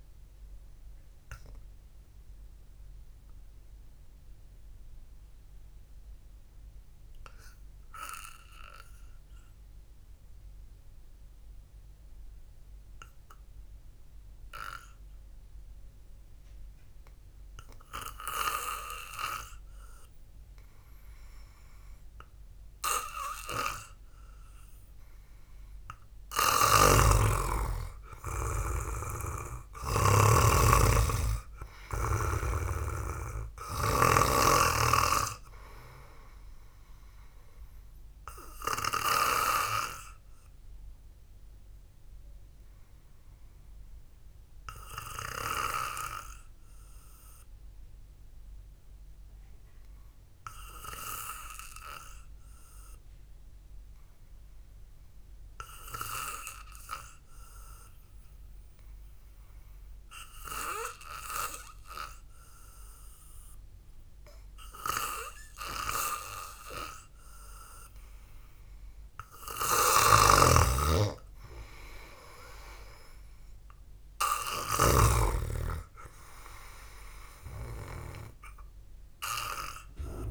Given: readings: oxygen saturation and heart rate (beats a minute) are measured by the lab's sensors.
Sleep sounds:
breathing in sleep by a room microphone; 2
0.00-19.00 s: oxygen desaturation (device-marked, oxygen 90% lowest, heart rate 53 extreme)
3.50-21.50 s: obstructive apnea (oxygen 98% before, 90% lowest, heart rate 57 before, 53 extreme)
25.50-31.00 s: arousal
27.00-30.50 s: snoring (device-marked)
40.00-68.50 s: hypopnea (oxygen 98% before, 91% lowest, heart rate 57 before, 53 extreme, up 0 after)
49.00-56.00 s: oxygen desaturation (device-marked, oxygen 94% before, 91% lowest, heart rate 59 before, 53 extreme)
70.50-75.50 s: snoring (device-marked)
71.50-76.50 s: arousal
From the record:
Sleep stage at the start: N2 (light sleep); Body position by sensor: on the back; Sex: male

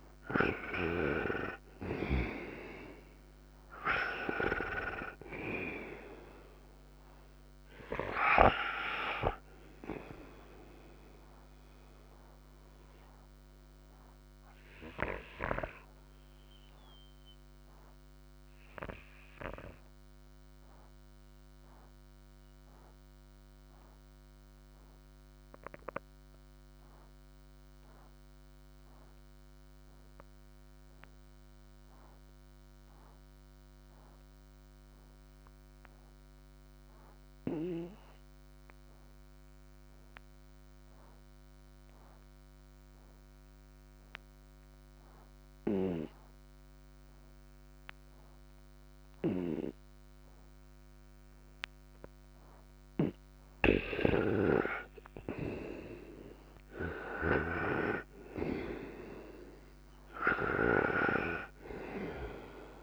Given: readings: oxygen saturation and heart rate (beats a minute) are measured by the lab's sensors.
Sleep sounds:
breathing in sleep by a microphone on the trachea; 1
0.00-1.00 s: snoring (device-marked)
0.00-1.50 s: arousal
0.00-28.50 s: oxygen desaturation (device-marked, oxygen 82% lowest, heart rate 57 extreme)
11.50-53.50 s: obstructive apnea (oxygen 98% before, 82% lowest, heart rate 64 before, 57 extreme, up 45 after)
44.50-62.83 s: oxygen desaturation (device-marked, oxygen 98% before, 82% lowest, heart rate 59 before, 57 extreme)
53.50-57.50 s: snoring (device-marked)
54.50-58.00 s: arousal
From the record:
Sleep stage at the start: N2 (light sleep); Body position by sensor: on the right side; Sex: male

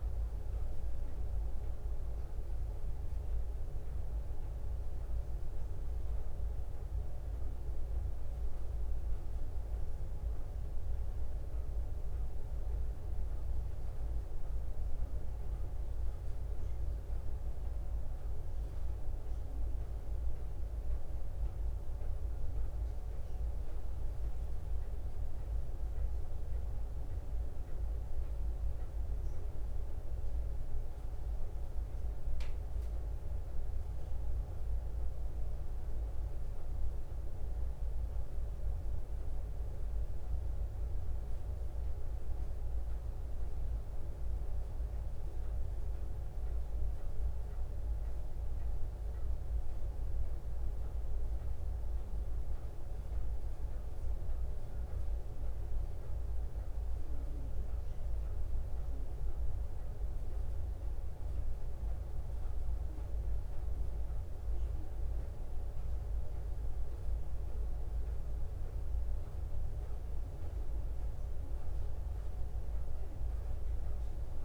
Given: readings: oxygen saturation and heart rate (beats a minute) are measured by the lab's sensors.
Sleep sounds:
breathing in sleep, hard to hear, by a room microphone; none
none scored
From the record:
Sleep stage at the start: N2 (light sleep); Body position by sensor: on the back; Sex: female

